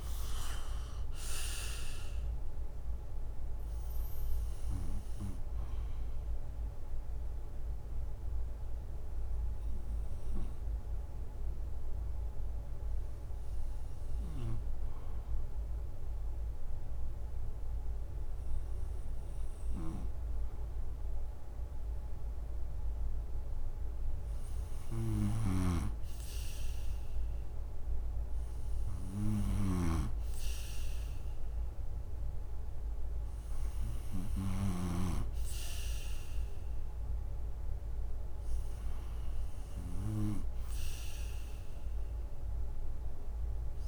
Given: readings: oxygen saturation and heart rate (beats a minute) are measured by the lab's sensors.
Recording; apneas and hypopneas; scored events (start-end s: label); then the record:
breathing in sleep by a room microphone; 1
0.00-7.00 s: oxygen desaturation (device-marked, oxygen 83% lowest, heart rate 65 extreme)
8.00-21.50 s: hypopnea (oxygen 94% before, 89% lowest, heart rate 71 before, 65 extreme, up 7 after)
23.00-26.00 s: arousal
25.00-34.50 s: snoring (device-marked)
From the record:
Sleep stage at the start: N2 (light sleep); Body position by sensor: on the right side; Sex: male